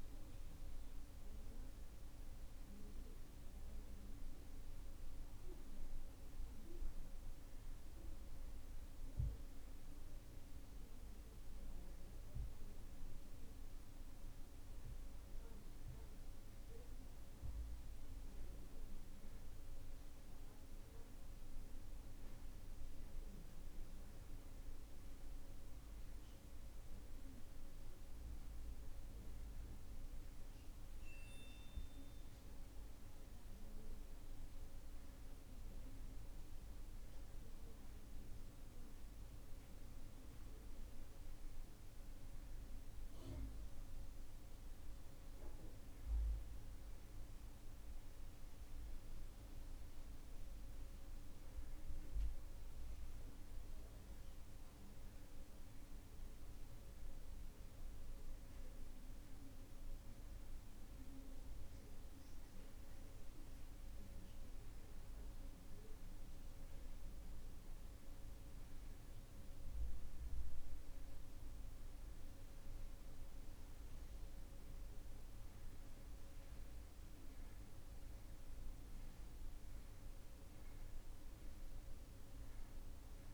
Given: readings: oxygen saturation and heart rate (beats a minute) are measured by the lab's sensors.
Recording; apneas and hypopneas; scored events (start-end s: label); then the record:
breathing in sleep, hard to hear, by a room microphone; none
none scored
From the record:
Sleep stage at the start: N2 (light sleep); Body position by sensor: on the right side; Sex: male